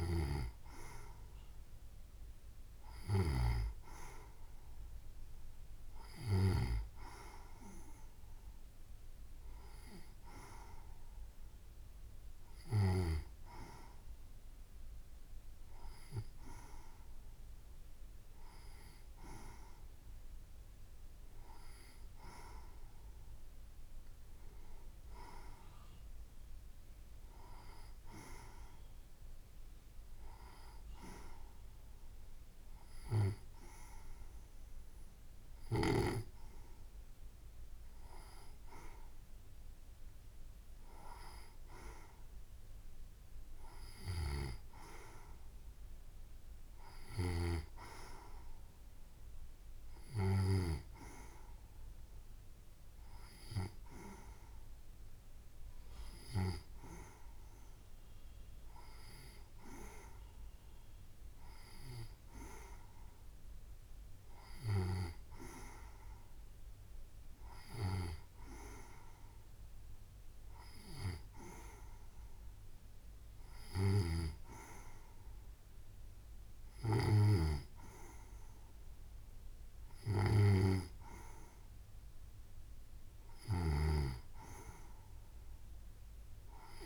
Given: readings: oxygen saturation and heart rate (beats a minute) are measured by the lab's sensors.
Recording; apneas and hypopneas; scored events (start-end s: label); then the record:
breathing in sleep by a room microphone; none
none scored
From the record:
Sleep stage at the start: N2 (light sleep); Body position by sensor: on the right side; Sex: female